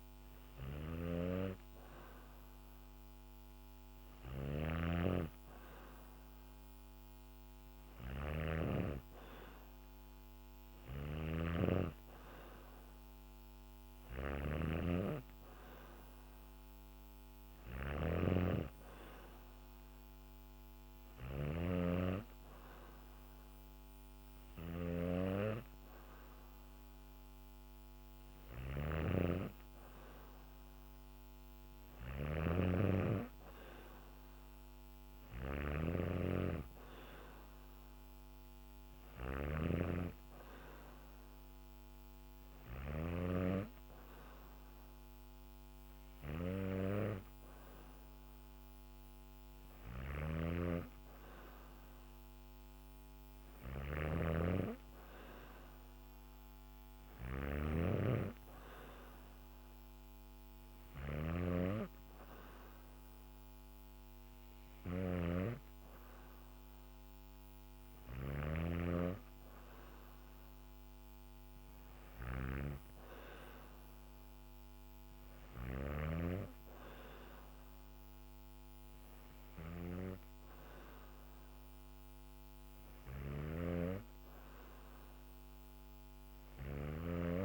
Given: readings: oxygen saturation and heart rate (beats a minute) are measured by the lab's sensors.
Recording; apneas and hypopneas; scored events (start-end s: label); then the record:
breathing in sleep by a microphone on the trachea; none
0.00-8.00 s: snoring (device-marked)
10.00-42.50 s: snoring (device-marked)
49.00-68.00 s: snoring (device-marked)
82.50-87.45 s: snoring (device-marked)
From the record:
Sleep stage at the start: N2 (light sleep); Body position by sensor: on the back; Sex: female